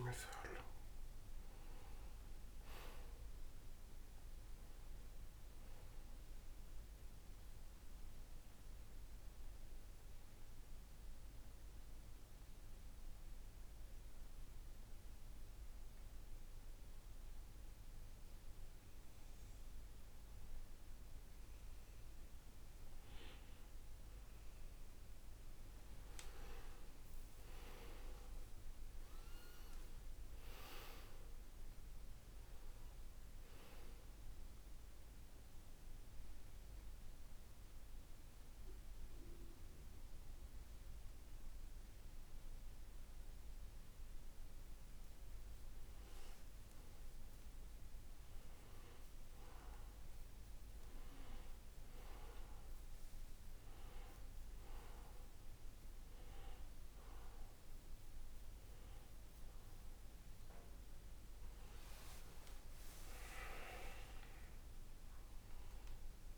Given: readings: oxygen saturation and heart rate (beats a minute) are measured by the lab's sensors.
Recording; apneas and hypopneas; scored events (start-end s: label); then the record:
breathing in sleep by a room microphone; 2
0.00-15.50 s: oxygen desaturation (device-marked, oxygen 90% lowest, heart rate 58 extreme)
9.00-22.50 s: obstructive apnea (oxygen 97% before, 91% lowest, heart rate 71 before, 58 extreme, up 8 after)
26.00-31.00 s: arousal
27.50-44.50 s: oxygen desaturation (device-marked, oxygen 99% before, 92% lowest, heart rate 61 before, 58 extreme)
35.00-45.00 s: central apnea (oxygen 99% before, 92% lowest, heart rate 63 before, 58 extreme, up 8 after)
46.50-51.50 s: arousal
53.50-63.50 s: oxygen desaturation (device-marked, oxygen 98% before, 93% lowest, heart rate 62 before, 66 extreme)
From the record:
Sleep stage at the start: N2 (light sleep); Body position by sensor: on the right side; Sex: male